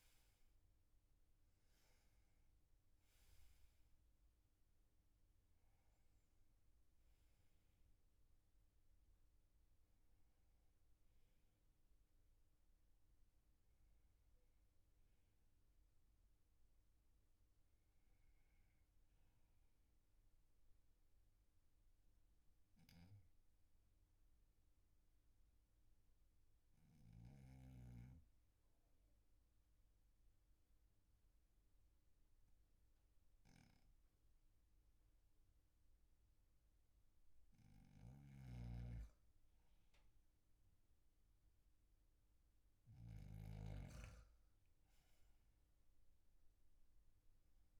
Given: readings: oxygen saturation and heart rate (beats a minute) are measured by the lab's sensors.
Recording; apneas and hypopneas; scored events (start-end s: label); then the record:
breathing in sleep by a room microphone; 1
14.50-40.50 s: oxygen desaturation (device-marked, oxygen 97% before, 88% lowest, heart rate 49 before, 44 extreme)
20.50-37.50 s: obstructive apnea (oxygen 97% before, 88% lowest, heart rate 50 before, 44 extreme, up 5 after)
38.50-44.00 s: snoring (device-marked)
40.00-43.50 s: arousal
From the record:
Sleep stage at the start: N2 (light sleep); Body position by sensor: on the back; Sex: male